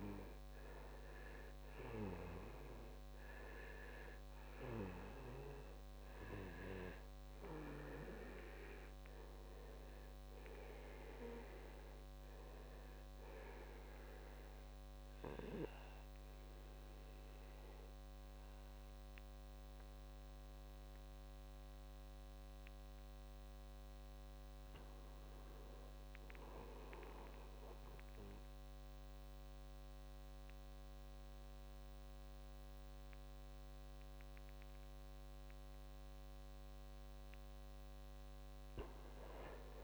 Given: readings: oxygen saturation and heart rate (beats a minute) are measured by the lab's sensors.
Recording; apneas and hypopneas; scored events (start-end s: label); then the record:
breathing in sleep by a microphone on the trachea; 1
0.00-3.00 s: arousal
2.50-18.50 s: oxygen desaturation (device-marked, oxygen 93% before, 89% lowest, heart rate 61 before, 54 extreme)
13.00-24.00 s: obstructive apnea (oxygen 95% before, 84% lowest, heart rate 62 before, 54 extreme, up 4 after)
25.50-28.50 s: arousal
32.50-39.50 s: oxygen desaturation (device-marked, oxygen 97% before, 94% lowest, heart rate 58 before, 56 extreme)
From the record:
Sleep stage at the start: N2 (light sleep); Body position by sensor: on the back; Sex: male